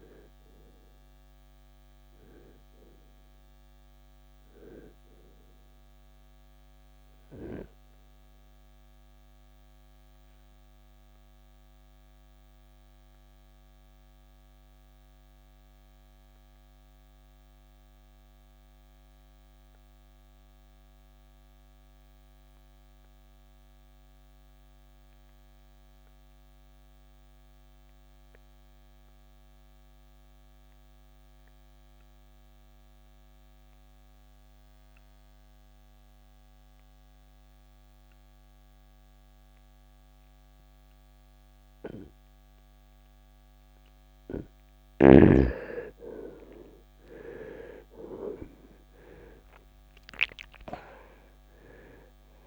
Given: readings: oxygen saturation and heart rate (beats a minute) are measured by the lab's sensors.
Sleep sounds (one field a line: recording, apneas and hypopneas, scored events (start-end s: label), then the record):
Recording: breathing in sleep by a microphone on the trachea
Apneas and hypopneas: 1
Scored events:
0.00-22.00 s: oxygen desaturation (device-marked, oxygen 80% lowest, heart rate 49 extreme)
7.50-44.50 s: obstructive apnea (oxygen 93% before, 79% lowest, heart rate 79 before, 49 extreme, up 24 after)
39.00-52.47 s: oxygen desaturation (device-marked, oxygen 98% before, 79% lowest, heart rate 65 before, 55 extreme)
45.50-49.50 s: arousal
From the record:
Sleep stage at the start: N2 (light sleep)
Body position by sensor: on the right side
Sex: male